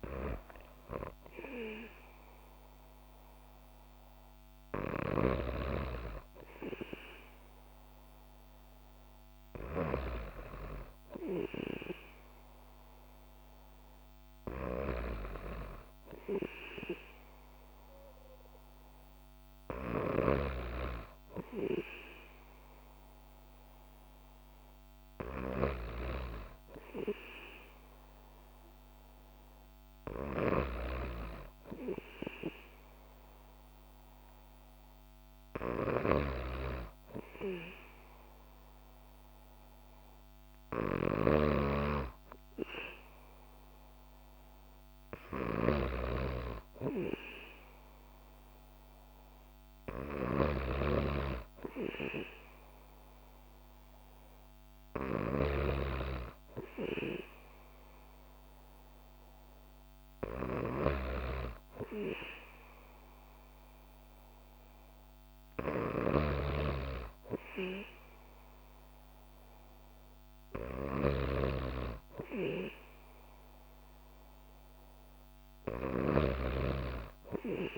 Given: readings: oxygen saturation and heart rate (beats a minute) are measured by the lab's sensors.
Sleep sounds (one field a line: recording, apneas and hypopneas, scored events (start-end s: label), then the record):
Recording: breathing in sleep by a microphone on the trachea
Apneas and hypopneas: none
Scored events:
41.00-55.50 s: snoring (device-marked)
66.00-71.00 s: snoring (device-marked)
From the record:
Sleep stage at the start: N2 (light sleep)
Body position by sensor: on the back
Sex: female